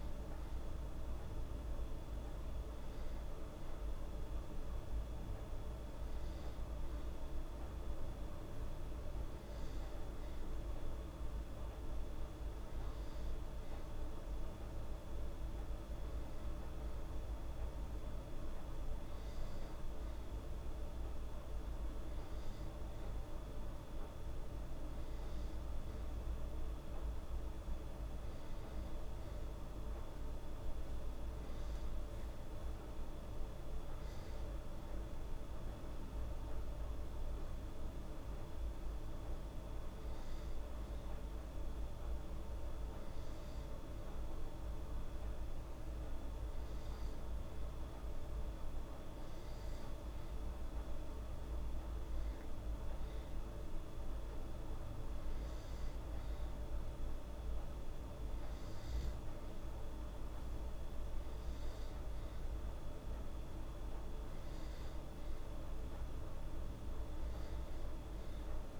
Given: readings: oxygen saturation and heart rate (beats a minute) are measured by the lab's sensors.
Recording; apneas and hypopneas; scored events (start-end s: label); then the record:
breathing in sleep, hard to hear, by a room microphone; none
none scored
From the record:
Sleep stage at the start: N2 (light sleep); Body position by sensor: on the back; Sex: female